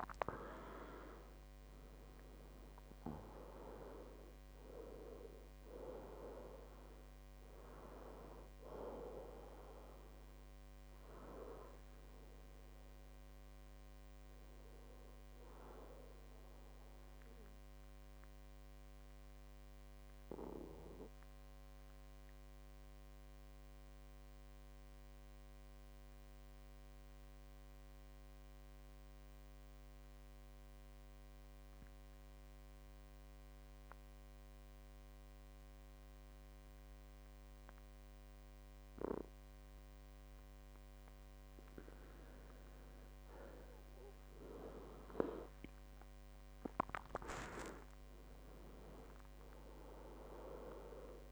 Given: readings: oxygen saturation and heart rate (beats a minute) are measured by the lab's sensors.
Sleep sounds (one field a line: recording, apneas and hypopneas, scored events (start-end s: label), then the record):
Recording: breathing in sleep by a microphone on the trachea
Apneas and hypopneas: 1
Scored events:
0.00-23.50 s: oxygen desaturation (device-marked, oxygen 93% lowest, heart rate 57 extreme)
18.00-41.50 s: obstructive apnea (oxygen 98% before, 92% lowest, heart rate 73 before, 57 extreme, up 17 after)
21.50-23.50 s: long interval between heartbeats (device-marked, heart rate 72 before, 64 extreme)
39.50-51.32 s: oxygen desaturation (device-marked, oxygen 98% before, 92% lowest, heart rate 62 before, 59 extreme)
42.50-44.50 s: long interval between heartbeats (device-marked, heart rate 62 before, 69 extreme)
44.50-48.00 s: arousal
From the record:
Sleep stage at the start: N2 (light sleep)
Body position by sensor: on the back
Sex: male